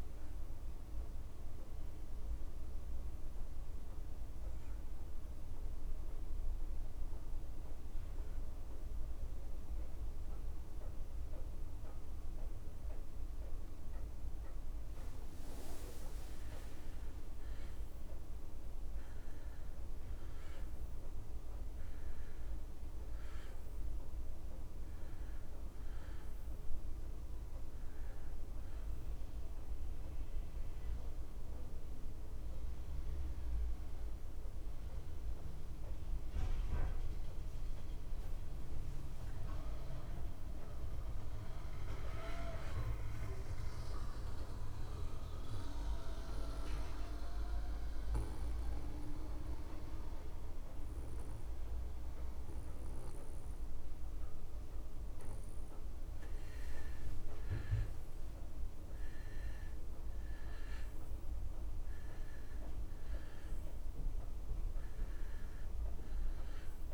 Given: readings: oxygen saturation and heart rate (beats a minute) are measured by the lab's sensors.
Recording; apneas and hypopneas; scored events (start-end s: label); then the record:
breathing in sleep by a room microphone; 3
4.00-17.00 s: hypopnea (oxygen 97% before, 91% lowest)
20.00-23.50 s: arousal
23.00-41.00 s: oxygen desaturation (device-marked, oxygen 96% before, 93% lowest)
30.50-41.00 s: mixed apnea (oxygen 96% before, 90% lowest)
42.50-45.00 s: arousal
46.50-57.00 s: obstructive apnea (oxygen 96% before, 90% lowest)
56.00-66.94 s: oxygen desaturation (device-marked, oxygen 96% before, 90% lowest)
62.00-65.00 s: arousal
From the record:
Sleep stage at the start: N2 (light sleep); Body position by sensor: on the back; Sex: male